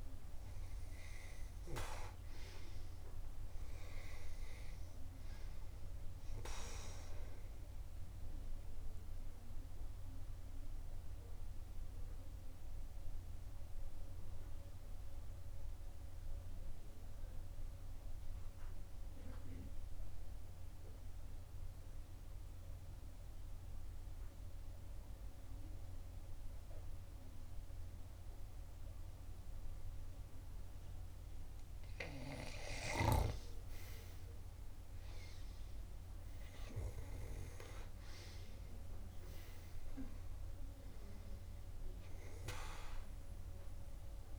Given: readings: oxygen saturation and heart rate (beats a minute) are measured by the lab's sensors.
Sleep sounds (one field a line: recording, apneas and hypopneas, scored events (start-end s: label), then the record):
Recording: breathing in sleep by a room microphone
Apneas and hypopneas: 1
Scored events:
0.00-2.00 s: arousal
0.00-21.50 s: oxygen desaturation (device-marked, oxygen 91% lowest, heart rate 64 extreme)
8.00-32.00 s: obstructive apnea (oxygen 96% before, 89% lowest, heart rate 66 before, 62 extreme, up 5 after)
33.50-44.39 s: oxygen desaturation (device-marked, oxygen 96% before, 91% lowest, heart rate 66 before, 62 extreme)
34.00-38.00 s: arousal
From the record:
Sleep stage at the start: N2 (light sleep)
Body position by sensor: on the back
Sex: female